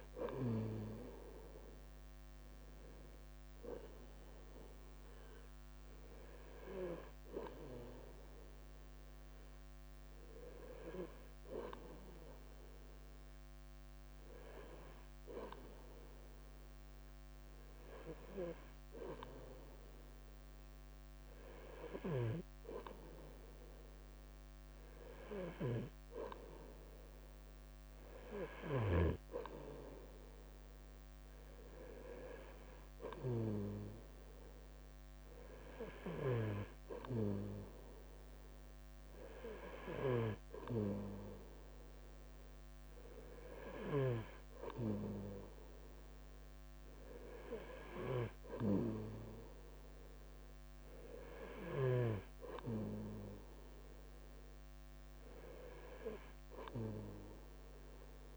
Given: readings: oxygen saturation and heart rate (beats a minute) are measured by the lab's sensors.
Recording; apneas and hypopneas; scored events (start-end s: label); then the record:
breathing in sleep by a microphone on the trachea; none
0.00-58.37 s: bradycardia (device-marked, heart rate 48 extreme)
12.00-58.37 s: new sleep stage, N3 (deep sleep)
From the record:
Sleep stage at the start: N2 (light sleep); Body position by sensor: on the right side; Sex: male